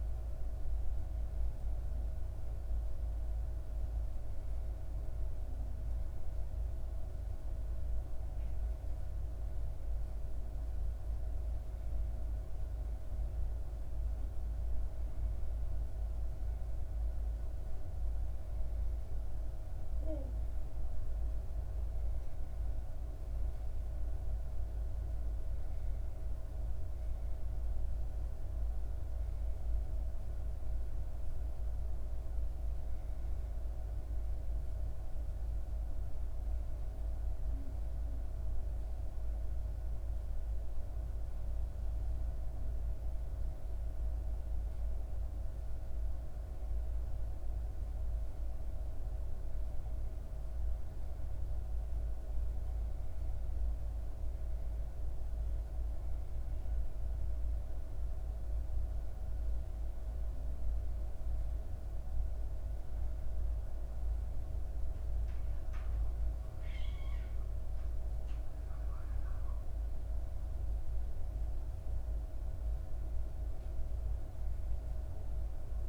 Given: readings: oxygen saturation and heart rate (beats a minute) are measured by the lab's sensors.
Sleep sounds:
a person awake in a sleep study, hard to hear, by a room microphone; none
37.00-75.89 s: new sleep stage, awake
From the record:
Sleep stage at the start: N1 (lightest sleep); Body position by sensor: on the back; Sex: female

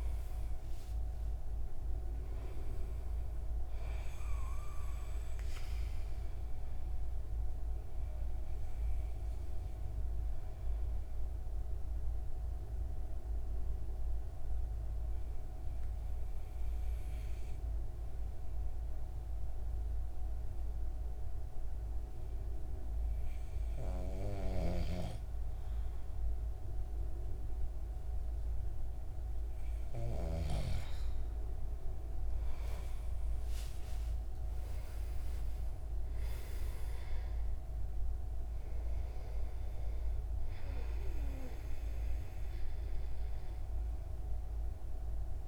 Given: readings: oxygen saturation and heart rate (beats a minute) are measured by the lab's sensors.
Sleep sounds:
breathing in sleep by a room microphone; 1
0.00-1.50 s: arousal
8.00-30.00 s: obstructive apnea (oxygen 96% before, 92% lowest, heart rate 82 before, 59 extreme, up 37 after)
32.50-35.50 s: arousal
32.50-45.48 s: oxygen desaturation (device-marked, oxygen 97% before, 92% lowest, heart rate 69 before, 59 extreme)
From the record:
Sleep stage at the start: N2 (light sleep); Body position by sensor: on the back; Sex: male

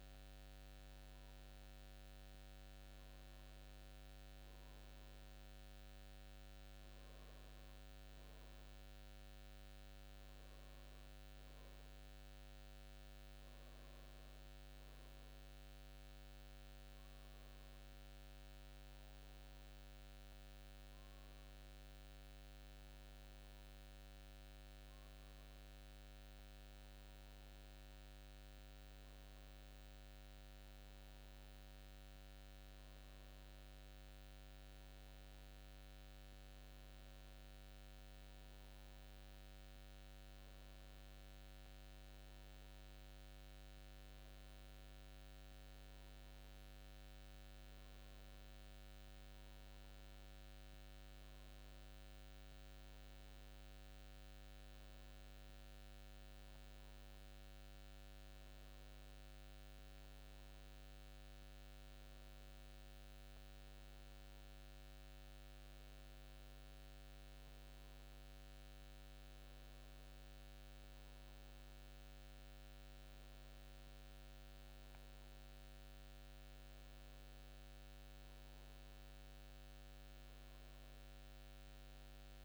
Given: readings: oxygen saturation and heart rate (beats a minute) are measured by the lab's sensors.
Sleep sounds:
breathing in sleep, hard to hear, by a microphone on the trachea; none
35.00-82.45 s: new sleep stage, N1 (lightest sleep)
From the record:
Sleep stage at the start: N2 (light sleep); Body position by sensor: on the back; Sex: male

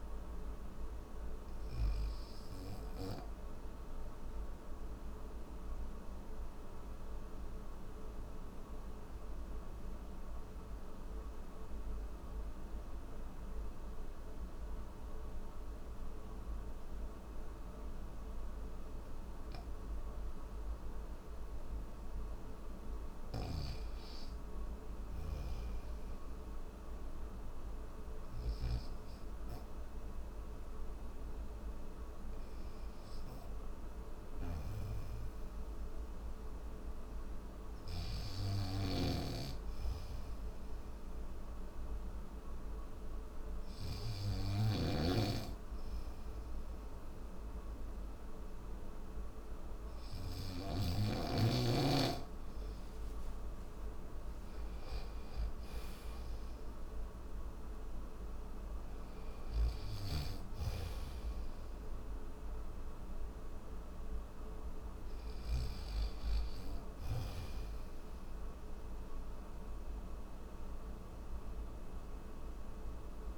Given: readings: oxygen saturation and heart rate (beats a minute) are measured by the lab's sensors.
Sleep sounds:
breathing in sleep by a room microphone; none
19.50-29.50 s: oxygen desaturation (device-marked, oxygen 98% before, 95% lowest, heart rate 62 before, 59 extreme)
22.50-28.00 s: snoring (device-marked)
38.00-50.50 s: snoring (device-marked)
45.50-73.38 s: oxygen desaturation (device-marked, oxygen 95% before, 90% lowest, heart rate 63 before, 60 extreme)
From the record:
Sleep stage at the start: N3 (deep sleep); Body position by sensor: on the back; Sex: male

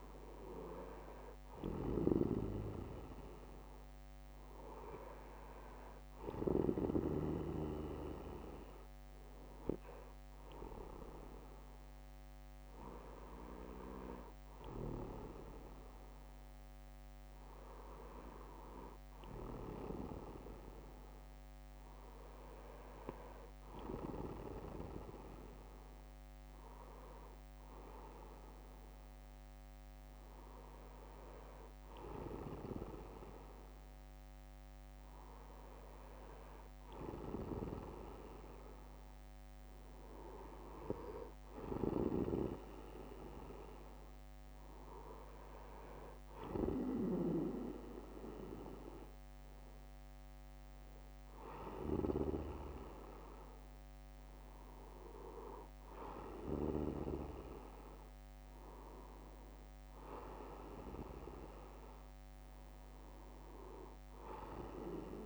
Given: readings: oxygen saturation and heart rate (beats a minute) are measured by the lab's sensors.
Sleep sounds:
breathing in sleep by a microphone on the trachea; none
10.50-12.50 s: bradycardia (device-marked, heart rate 61 before, 61 extreme)
14.50-17.50 s: bradycardia (device-marked, heart rate 61 before, 57 extreme)
19.50-21.50 s: bradycardia (device-marked, heart rate 61 before, 58 extreme)
25.50-27.50 s: bradycardia (device-marked, heart rate 61 before, 61 extreme)
41.50-43.50 s: bradycardia (device-marked, heart rate 61 before, 58 extreme)
60.50-62.50 s: bradycardia (device-marked, heart rate 61 before, 57 extreme)
From the record:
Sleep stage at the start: N2 (light sleep); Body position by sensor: on the back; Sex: male

